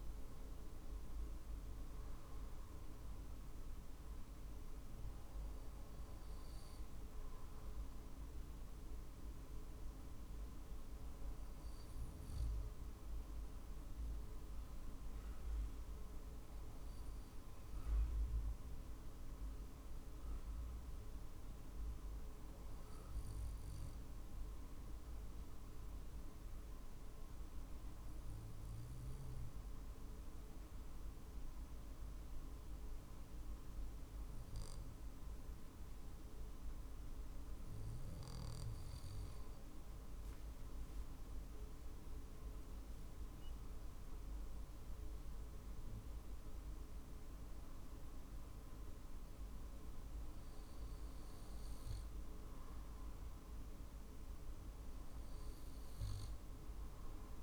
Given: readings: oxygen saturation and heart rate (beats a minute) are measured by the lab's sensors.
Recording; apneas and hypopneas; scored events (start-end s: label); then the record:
breathing in sleep, hard to hear, by a room microphone; 1
0.00-8.50 s: drop in pulse transit time (device-marked, heart rate 47 extreme)
10.50-38.00 s: obstructive apnea (oxygen 95% before, 93% lowest, heart rate 48 before, 47 extreme, up 3 after)
41.50-45.00 s: arousal
44.50-57.43 s: drop in pulse transit time (device-marked, heart rate 48 before, 48 extreme)
From the record:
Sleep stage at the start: N2 (light sleep); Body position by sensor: on the back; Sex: male